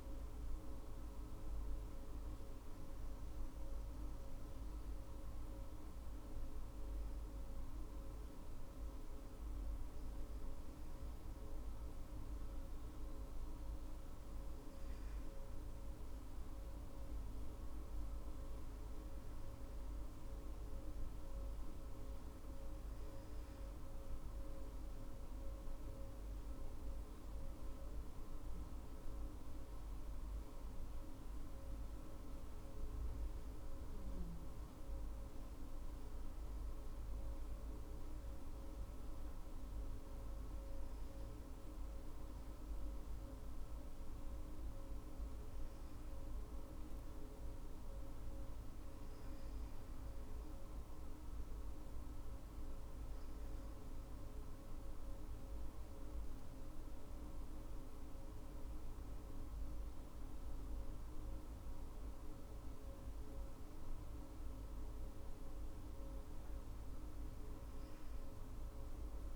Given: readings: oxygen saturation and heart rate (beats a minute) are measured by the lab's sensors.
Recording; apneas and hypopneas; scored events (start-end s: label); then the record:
breathing in sleep, hard to hear, by a room microphone; none
57.50-62.00 s: arousal
From the record:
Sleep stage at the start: N2 (light sleep); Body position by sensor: on the back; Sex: female